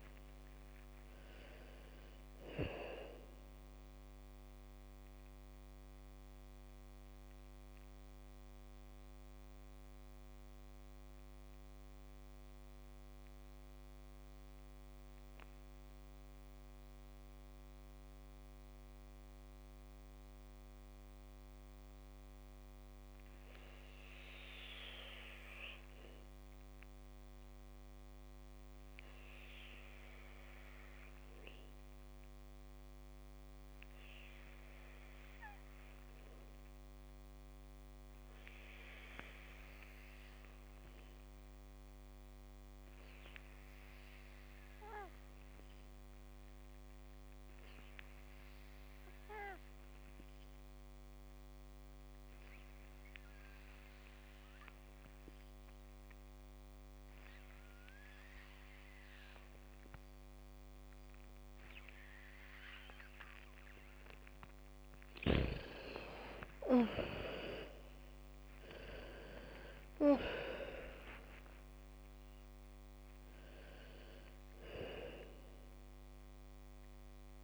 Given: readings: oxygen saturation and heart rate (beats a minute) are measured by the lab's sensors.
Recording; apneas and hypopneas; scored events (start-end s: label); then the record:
breathing in sleep by a microphone on the trachea; 1
0.00-1.00 s: bradycardia (device-marked, heart rate 28 extreme)
0.00-19.00 s: oxygen desaturation (device-marked, oxygen 69% lowest, heart rate 28 extreme)
6.50-65.50 s: mixed apnea (oxygen 99% before, 69% lowest, heart rate 52 before, 55 extreme, up 27 after)
32.00-77.44 s: oxygen desaturation (device-marked, oxygen 100% before, 76% lowest, heart rate 73 before, 55 extreme)
53.00-55.00 s: bradycardia (device-marked, heart rate 69 before, 63 extreme)
58.00-65.00 s: bradycardia (device-marked, heart rate 69 before, 57 extreme)
67.00-71.00 s: arousal
From the record:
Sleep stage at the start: N2 (light sleep); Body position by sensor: on the back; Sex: female